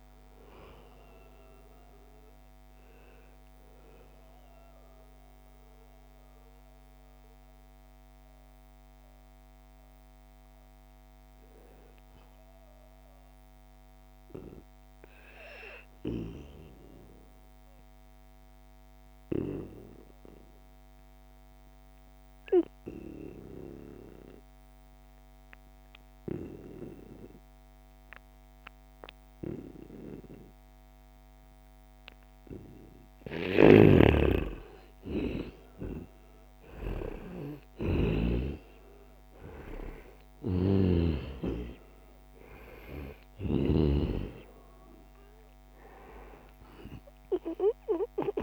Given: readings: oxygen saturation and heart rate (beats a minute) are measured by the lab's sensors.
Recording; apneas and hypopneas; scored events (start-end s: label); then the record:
breathing in sleep by a microphone on the trachea; 1
0.00-16.50 s: oxygen desaturation (device-marked, oxygen 87% lowest, heart rate 66 extreme)
5.00-33.50 s: mixed apnea (oxygen 97% before, 87% lowest, heart rate 74 before, 72 extreme, up 4 after)
33.00-40.50 s: snoring (device-marked)
34.50-48.43 s: oxygen desaturation (device-marked, oxygen 97% before, 91% lowest, heart rate 74 before, 68 extreme)
35.50-41.00 s: arousal
From the record:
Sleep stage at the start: N2 (light sleep); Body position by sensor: on the right side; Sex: male